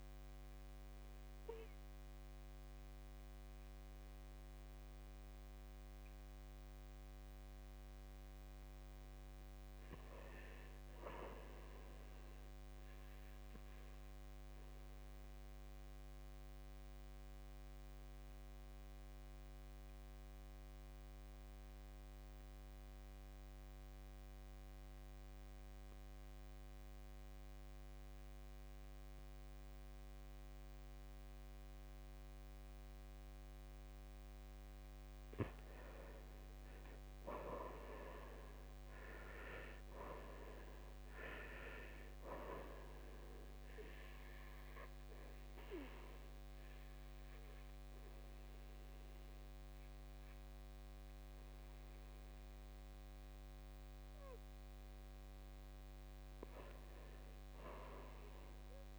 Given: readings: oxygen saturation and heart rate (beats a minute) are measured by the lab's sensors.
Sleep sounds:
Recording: breathing in sleep by a microphone on the trachea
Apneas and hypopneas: 1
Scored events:
0.00-12.00 s: oxygen desaturation (device-marked, oxygen 80% lowest, heart rate 54 extreme)
14.50-34.00 s: obstructive apnea (oxygen 99% before, 81% lowest, heart rate 60 before, 56 extreme, up 13 after)
26.00-58.99 s: oxygen desaturation (device-marked, oxygen 98% before, 81% lowest, heart rate 58 before, 56 extreme)
36.00-40.00 s: arousal
From the record:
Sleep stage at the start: N2 (light sleep)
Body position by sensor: on the back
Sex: male

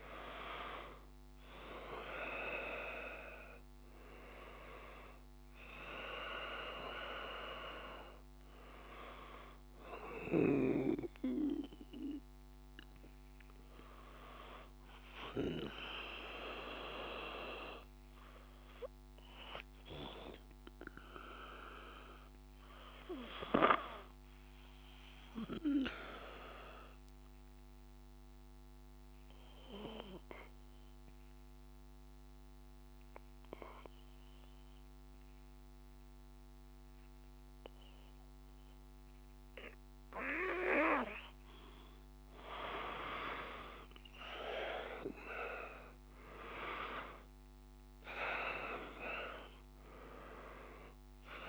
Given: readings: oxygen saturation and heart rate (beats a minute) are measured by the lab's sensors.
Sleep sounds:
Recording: breathing in sleep by a microphone on the trachea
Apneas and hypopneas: 1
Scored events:
0.00-22.50 s: oxygen desaturation (device-marked, oxygen 87% lowest, heart rate 54 extreme)
24.50-39.50 s: obstructive apnea (oxygen 97% before, 89% lowest, heart rate 56 before, 54 extreme, up 4 after)
41.50-51.49 s: oxygen desaturation (device-marked, oxygen 97% before, 89% lowest, heart rate 56 before, 55 extreme)
42.00-45.50 s: arousal
From the record:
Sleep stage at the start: N2 (light sleep)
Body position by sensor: on the back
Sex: male

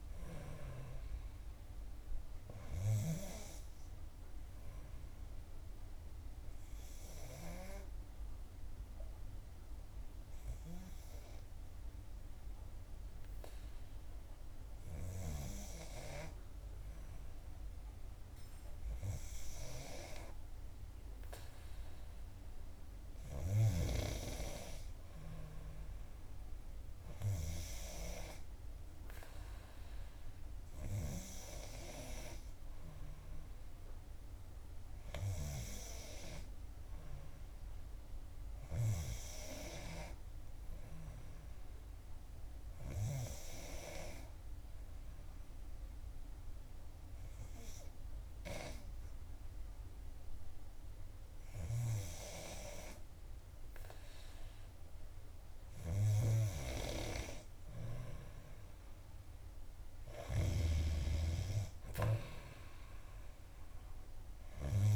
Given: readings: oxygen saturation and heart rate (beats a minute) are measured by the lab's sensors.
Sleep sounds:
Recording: breathing in sleep by a room microphone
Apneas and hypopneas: 2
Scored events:
0.50-18.50 s: oxygen desaturation (device-marked, oxygen 95% before, 91% lowest, heart rate 61 before, 59 extreme)
3.50-16.00 s: obstructive apnea (oxygen 96% before, 91% lowest, heart rate 61 before, 59 extreme, up 4 after)
21.50-25.50 s: arousal
44.00-55.50 s: hypopnea (oxygen 94% before, 91% lowest, heart rate 63 before, 60 extreme, up 0 after)
58.00-61.00 s: arousal
From the record:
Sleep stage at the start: N2 (light sleep)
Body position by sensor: on the back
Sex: female

